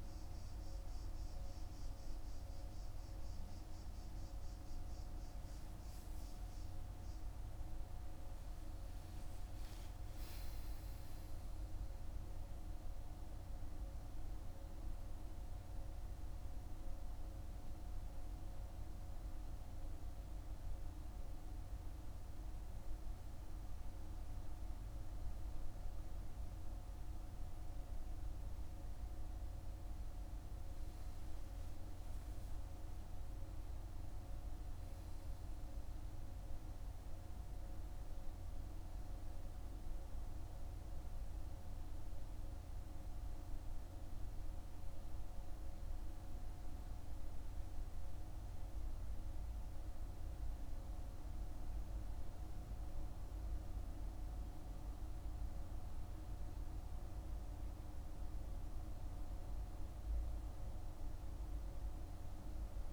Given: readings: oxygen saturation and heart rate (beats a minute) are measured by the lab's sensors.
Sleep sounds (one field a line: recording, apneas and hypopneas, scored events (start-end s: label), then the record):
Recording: breathing in sleep, hard to hear, by a room microphone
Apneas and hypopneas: 1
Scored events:
5.50-9.50 s: arousal
17.00-28.00 s: obstructive apnea (oxygen 98% before, 94% lowest, heart rate 55 before, 47 extreme, up 9 after)
30.50-35.00 s: arousal
34.50-46.50 s: oxygen desaturation (device-marked, oxygen 98% before, 94% lowest, heart rate 50 before, 47 extreme)
51.50-62.93 s: new sleep stage, N2 (light sleep)
From the record:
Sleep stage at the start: N1 (lightest sleep)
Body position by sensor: on the back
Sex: male